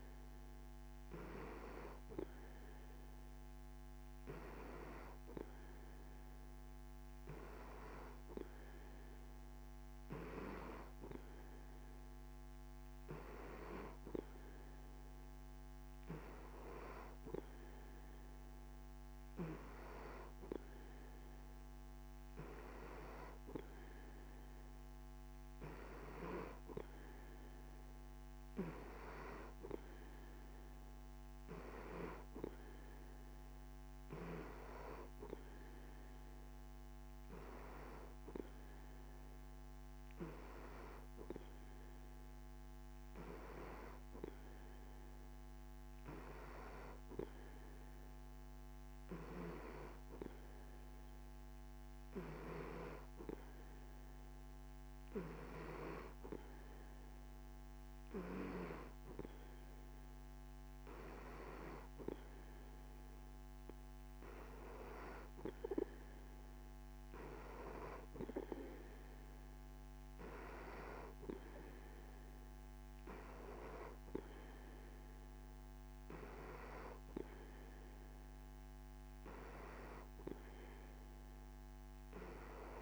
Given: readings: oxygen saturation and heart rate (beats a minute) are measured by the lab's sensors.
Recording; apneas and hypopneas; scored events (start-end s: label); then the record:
breathing in sleep by a microphone on the trachea; none
none scored
From the record:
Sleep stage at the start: N3 (deep sleep); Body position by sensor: on the back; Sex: male